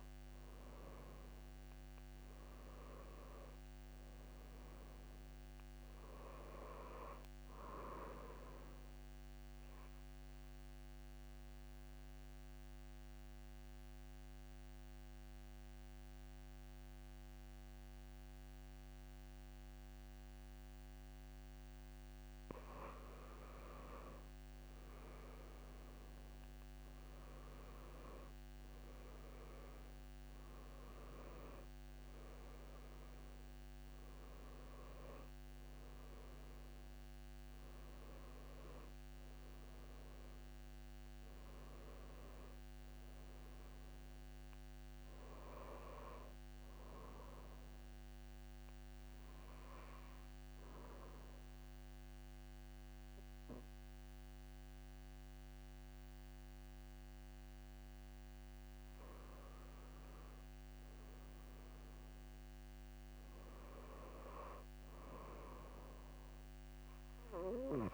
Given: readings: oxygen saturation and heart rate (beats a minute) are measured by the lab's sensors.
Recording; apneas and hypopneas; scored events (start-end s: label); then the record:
breathing in sleep by a microphone on the trachea; 2
8.50-22.00 s: obstructive apnea (oxygen 96% before, 90% lowest)
24.00-27.00 s: arousal
27.50-46.50 s: oxygen desaturation (device-marked, oxygen 95% before, 90% lowest)
47.00-59.50 s: obstructive apnea (oxygen 95% before, 92% lowest)
61.00-64.50 s: arousal
From the record:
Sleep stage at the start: N2 (light sleep); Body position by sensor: on the back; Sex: female